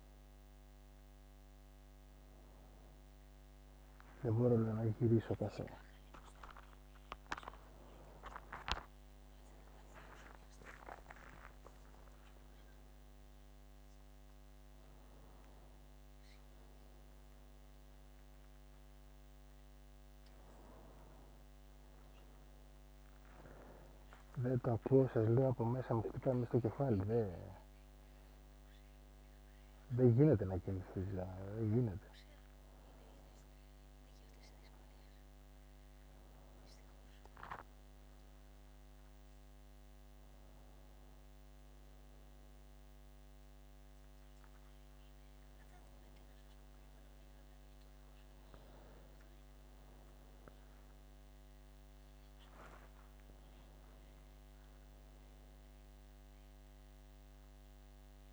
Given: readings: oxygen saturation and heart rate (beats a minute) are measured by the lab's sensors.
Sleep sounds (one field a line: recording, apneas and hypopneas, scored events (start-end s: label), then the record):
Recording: a person awake in a sleep study, by a microphone on the trachea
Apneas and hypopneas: none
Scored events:
24.00-30.00 s: snoring (device-marked)
From the record:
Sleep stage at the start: awake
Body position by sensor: on the back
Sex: male